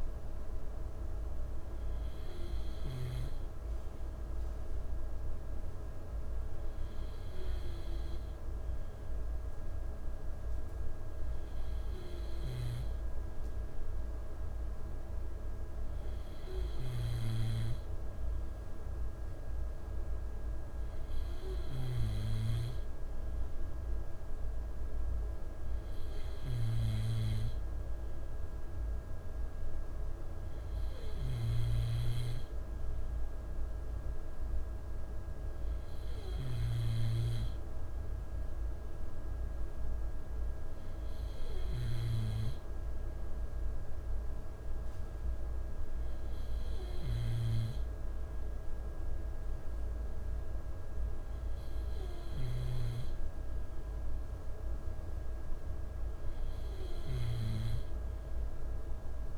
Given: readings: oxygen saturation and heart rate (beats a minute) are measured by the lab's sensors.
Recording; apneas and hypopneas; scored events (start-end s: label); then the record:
breathing in sleep, hard to hear, by a room microphone; none
26.50-37.00 s: snoring (device-marked)
47.00-59.38 s: snoring (device-marked)
From the record:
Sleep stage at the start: N2 (light sleep); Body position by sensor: on the left side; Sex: male